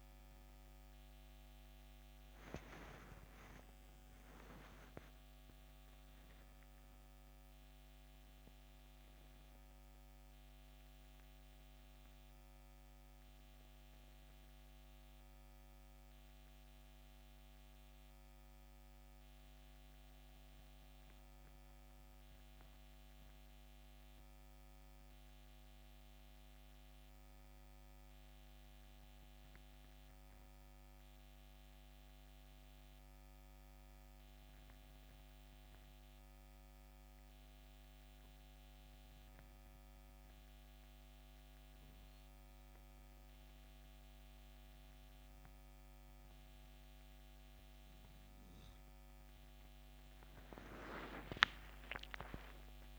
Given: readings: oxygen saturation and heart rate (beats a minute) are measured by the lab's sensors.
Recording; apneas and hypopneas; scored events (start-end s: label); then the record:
breathing in sleep by a microphone on the trachea; 1
0.00-1.50 s: arousal
10.50-12.50 s: oxygen desaturation (device-marked, oxygen 96% before, 94% lowest, heart rate 71 before, 66 extreme)
19.00-47.00 s: hypopnea (oxygen 97% before, 89% lowest, heart rate 72 before, 66 extreme, up 13 after)
50.00-52.99 s: arousal
From the record:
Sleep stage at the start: N2 (light sleep); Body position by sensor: on the back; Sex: male